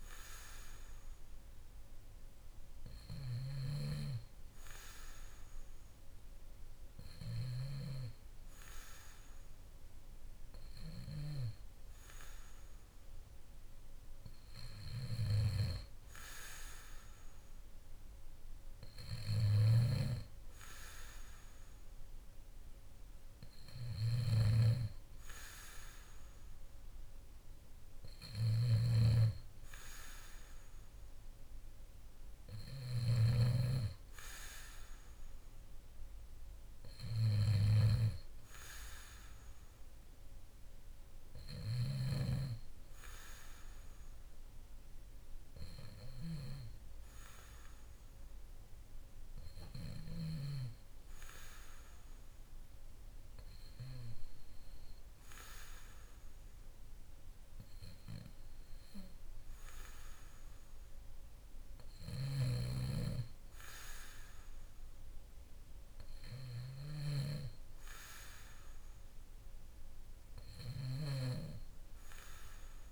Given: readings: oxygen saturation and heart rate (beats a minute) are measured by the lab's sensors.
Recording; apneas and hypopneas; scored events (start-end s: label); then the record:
breathing in sleep by a room microphone; none
0.00-4.00 s: snoring (device-marked)
19.50-42.00 s: snoring (device-marked)
62.00-72.92 s: snoring (device-marked)
From the record:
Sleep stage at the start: N2 (light sleep); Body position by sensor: on the back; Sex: male